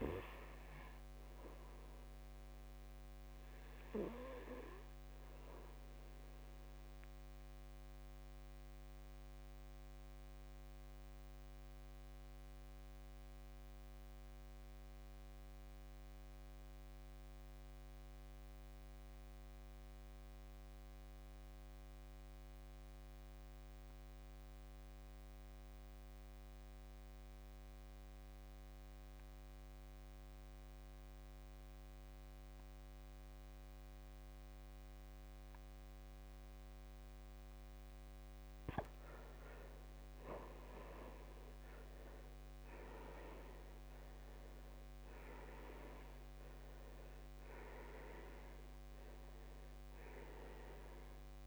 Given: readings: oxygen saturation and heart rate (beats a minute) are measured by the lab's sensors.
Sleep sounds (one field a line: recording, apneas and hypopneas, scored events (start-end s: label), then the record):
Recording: breathing in sleep by a microphone on the trachea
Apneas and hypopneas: 1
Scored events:
0.00-3.50 s: arousal
4.50-6.50 s: long interval between heartbeats (device-marked, heart rate 59 before, 59 extreme)
7.00-37.00 s: obstructive apnea (oxygen 99% before, 77% lowest, heart rate 57 before, 56 extreme, up 9 after)
14.00-51.47 s: oxygen desaturation (device-marked, oxygen 99% before, 77% lowest, heart rate 55 before, 55 extreme)
39.00-42.50 s: arousal
From the record:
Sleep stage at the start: N2 (light sleep)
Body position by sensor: on the back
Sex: male